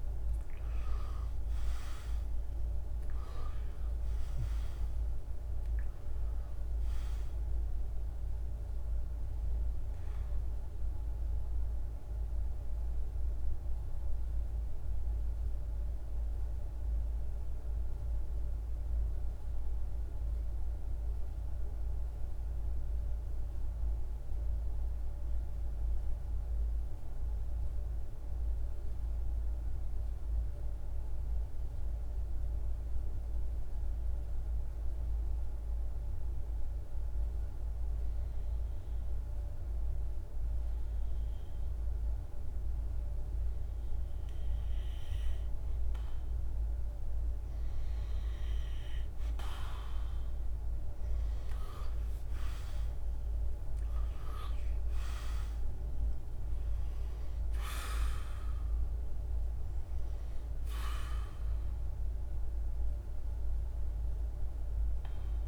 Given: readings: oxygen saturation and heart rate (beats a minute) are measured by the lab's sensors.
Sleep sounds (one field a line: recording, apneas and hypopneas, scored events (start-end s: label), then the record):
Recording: breathing in sleep, hard to hear, by a room microphone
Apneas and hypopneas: 1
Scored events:
0.00-20.50 s: oxygen desaturation (device-marked, oxygen 91% lowest, heart rate 50 extreme)
10.00-33.50 s: central apnea (oxygen 99% before, 92% lowest, heart rate 56 before, 50 extreme, up 4 after)
35.00-39.50 s: arousal
35.50-65.48 s: oxygen desaturation (device-marked, oxygen 100% before, 92% lowest, heart rate 51 before, 51 extreme)
From the record:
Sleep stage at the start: N2 (light sleep)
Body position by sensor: on the right side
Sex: male